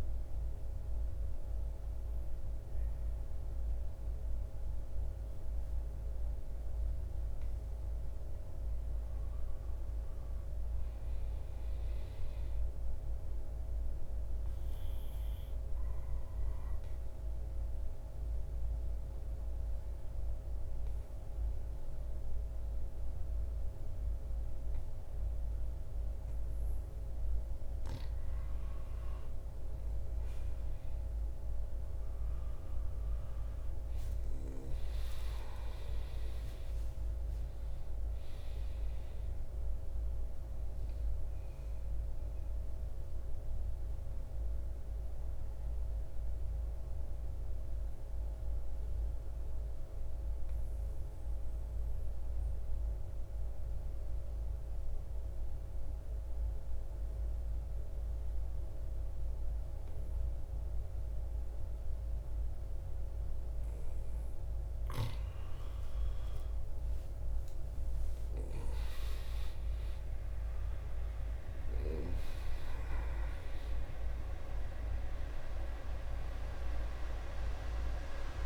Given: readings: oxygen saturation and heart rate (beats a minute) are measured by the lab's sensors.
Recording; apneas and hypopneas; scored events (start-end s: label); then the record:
breathing in sleep by a room microphone; 2
0.00-13.50 s: oxygen desaturation (device-marked, oxygen 91% lowest, heart rate 54 extreme)
13.50-27.00 s: mixed apnea (oxygen 96% before, 86% lowest, heart rate 59 before, 53 extreme, up 7 after)
28.00-32.50 s: arousal
37.50-54.50 s: oxygen desaturation (device-marked, oxygen 96% before, 92% lowest, heart rate 56 before, 52 extreme)
44.00-64.50 s: mixed apnea (oxygen 97% before, 86% lowest, heart rate 59 before, 52 extreme, up 15 after)
64.50-78.46 s: oxygen desaturation (device-marked, oxygen 97% before, 86% lowest, heart rate 54 before, 50 extreme)
66.50-70.50 s: arousal
From the record:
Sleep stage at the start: N2 (light sleep); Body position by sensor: on the back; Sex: male